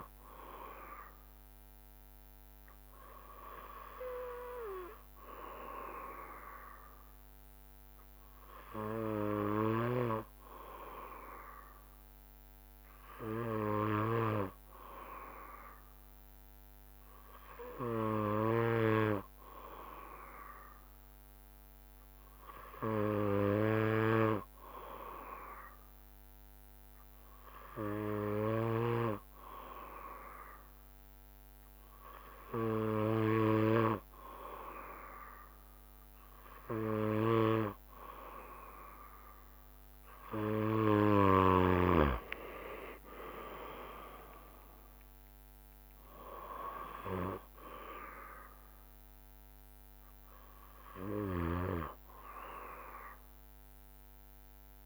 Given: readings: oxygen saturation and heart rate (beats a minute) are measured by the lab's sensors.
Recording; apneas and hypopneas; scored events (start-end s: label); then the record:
breathing in sleep by a microphone on the trachea; none
42.50-54.86 s: drop in pulse transit time (device-marked, heart rate 69 before, 65 extreme)
49.00-53.00 s: arousal
From the record:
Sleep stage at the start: N2 (light sleep); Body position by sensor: on the back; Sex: male